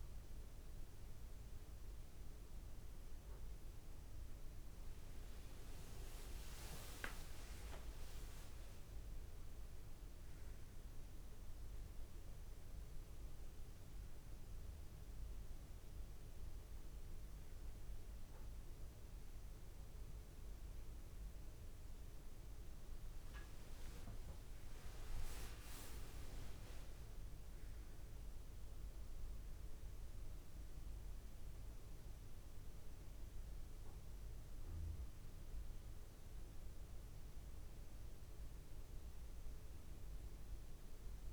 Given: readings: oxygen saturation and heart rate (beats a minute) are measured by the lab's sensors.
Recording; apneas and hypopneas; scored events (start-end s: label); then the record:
breathing in sleep, hard to hear, by a room microphone; none
none scored
From the record:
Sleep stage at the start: N1 (lightest sleep); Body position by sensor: on the back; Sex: male